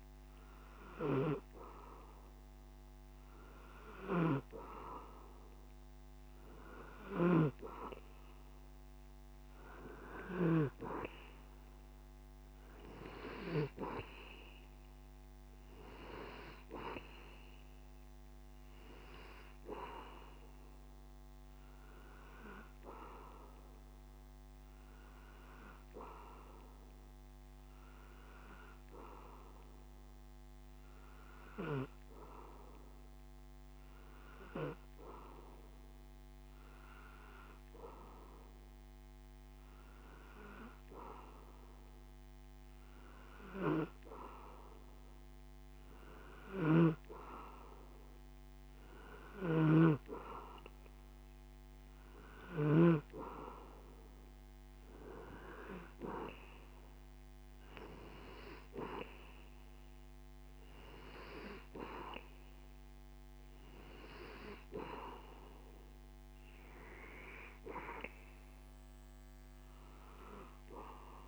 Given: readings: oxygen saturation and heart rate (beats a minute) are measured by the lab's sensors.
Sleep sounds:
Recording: breathing in sleep by a microphone on the trachea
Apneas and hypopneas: none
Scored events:
4.00-7.50 s: snoring (device-marked)
46.50-53.00 s: snoring (device-marked)
From the record:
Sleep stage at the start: N2 (light sleep)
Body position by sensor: on the back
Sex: male

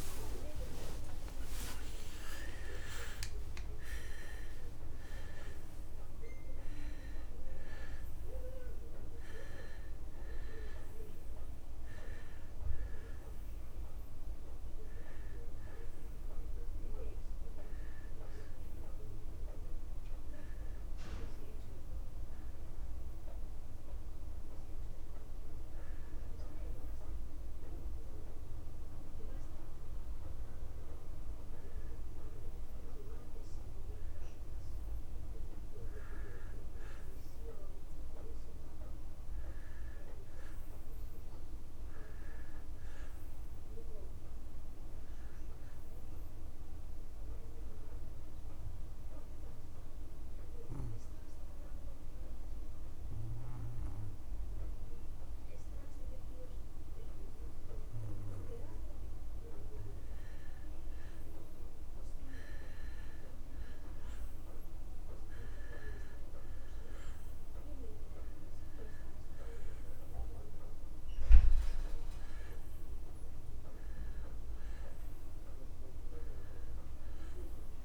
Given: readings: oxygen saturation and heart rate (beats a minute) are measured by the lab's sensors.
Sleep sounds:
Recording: breathing in sleep by a room microphone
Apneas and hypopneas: 2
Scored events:
0.00-7.50 s: oxygen desaturation (device-marked, oxygen 91% lowest)
0.50-2.50 s: long interval between heartbeats (device-marked, heart rate 78 before, 53 extreme)
20.00-22.00 s: long interval between heartbeats (device-marked)
22.50-24.50 s: long interval between heartbeats (device-marked)
22.50-33.00 s: obstructive apnea (oxygen 98% before, 89% lowest)
32.00-34.00 s: long interval between heartbeats (device-marked)
35.00-39.00 s: arousal
41.50-59.50 s: oxygen desaturation (device-marked, oxygen 98% before, 94% lowest)
42.00-44.00 s: long interval between heartbeats (device-marked)
46.50-60.00 s: hypopnea (oxygen 98% before, 89% lowest)
53.50-55.50 s: long interval between heartbeats (device-marked)
59.00-61.00 s: long interval between heartbeats (device-marked)
66.50-70.00 s: arousal
66.50-77.85 s: oxygen desaturation (device-marked, oxygen 95% before, 89% lowest)
68.00-70.00 s: long interval between heartbeats (device-marked)
From the record:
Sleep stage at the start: N1 (lightest sleep)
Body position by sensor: on the back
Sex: male

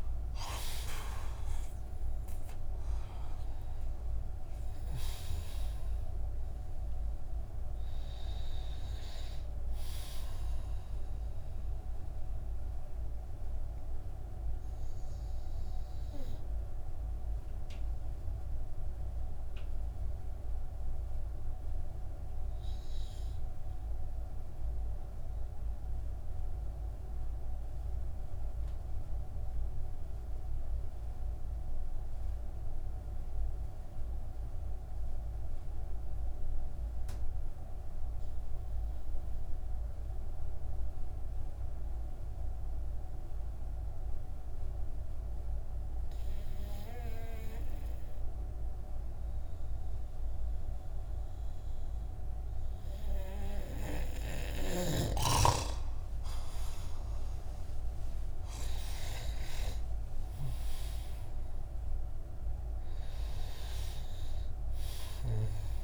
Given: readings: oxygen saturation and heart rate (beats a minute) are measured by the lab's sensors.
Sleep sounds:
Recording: breathing in sleep by a room microphone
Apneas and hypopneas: 1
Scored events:
0.00-1.00 s: arousal
0.00-28.50 s: oxygen desaturation (device-marked, oxygen 87% lowest)
11.00-52.00 s: mixed apnea (oxygen 96% before, 87% lowest)
43.50-65.84 s: oxygen desaturation (device-marked, oxygen 98% before, 90% lowest)
56.50-62.00 s: arousal
From the record:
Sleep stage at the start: N2 (light sleep)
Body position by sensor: on the back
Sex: male

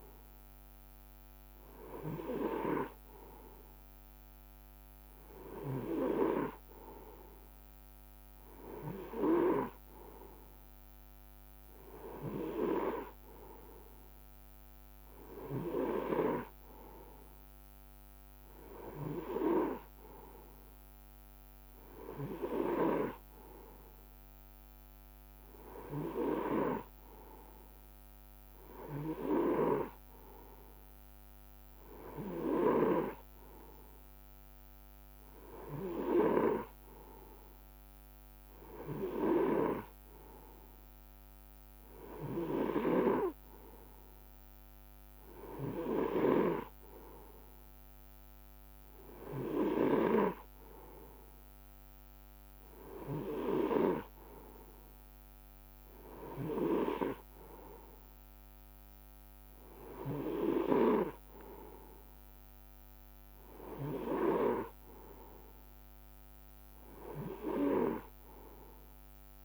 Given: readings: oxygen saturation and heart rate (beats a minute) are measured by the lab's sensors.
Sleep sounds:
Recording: breathing in sleep by a microphone on the trachea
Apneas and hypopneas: none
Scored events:
48.50-50.50 s: long interval between heartbeats (device-marked, heart rate 61 before, 70 extreme)
From the record:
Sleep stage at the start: N3 (deep sleep)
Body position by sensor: on the right side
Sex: male

